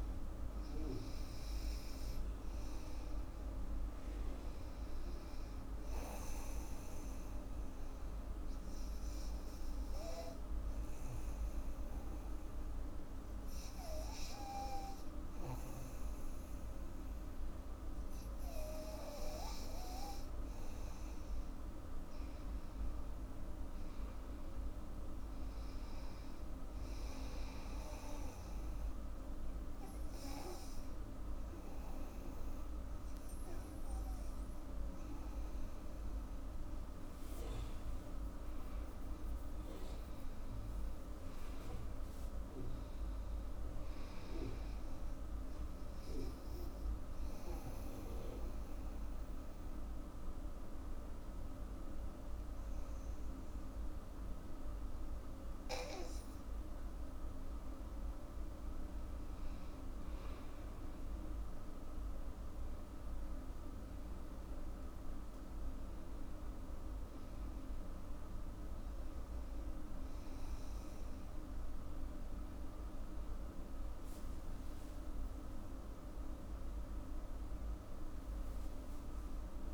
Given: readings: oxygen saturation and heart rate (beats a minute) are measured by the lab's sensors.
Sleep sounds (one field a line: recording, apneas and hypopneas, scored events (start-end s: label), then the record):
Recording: breathing in sleep, hard to hear, by a room microphone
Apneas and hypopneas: 3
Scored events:
0.00-3.50 s: oxygen desaturation (device-marked, oxygen 94% lowest, heart rate 82 extreme)
7.50-19.00 s: obstructive apnea (oxygen 99% before, 94% lowest, heart rate 84 before, 81 extreme, up 7 after)
22.00-26.00 s: arousal
27.00-37.50 s: obstructive apnea (oxygen 97% before, 94% lowest, heart rate 85 before, 72 extreme, up 12 after)
38.50-43.00 s: arousal
43.50-56.50 s: oxygen desaturation (device-marked, oxygen 97% before, 94% lowest, heart rate 87 before, 72 extreme)
46.00-57.50 s: obstructive apnea (oxygen 97% before, 94% lowest, heart rate 87 before, 72 extreme, up 12 after)
58.50-79.50 s: oxygen desaturation (device-marked, oxygen 99% before, 94% lowest, heart rate 82 before, 74 extreme)
59.00-62.50 s: arousal
From the record:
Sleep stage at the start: N2 (light sleep)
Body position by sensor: on the back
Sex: female